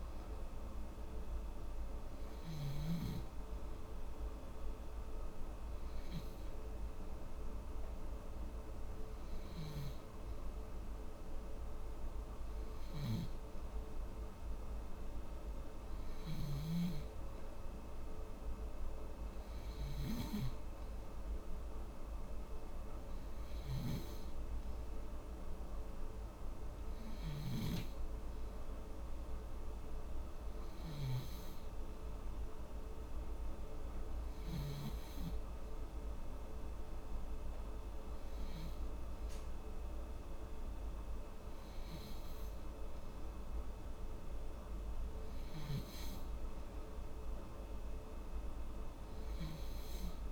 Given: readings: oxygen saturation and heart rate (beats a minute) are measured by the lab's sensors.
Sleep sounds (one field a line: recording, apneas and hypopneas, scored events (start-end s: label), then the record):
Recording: breathing in sleep, hard to hear, by a room microphone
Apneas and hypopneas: none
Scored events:
none scored
From the record:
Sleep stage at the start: N2 (light sleep)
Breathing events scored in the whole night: 177 in 5.9 hours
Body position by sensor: on the back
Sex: female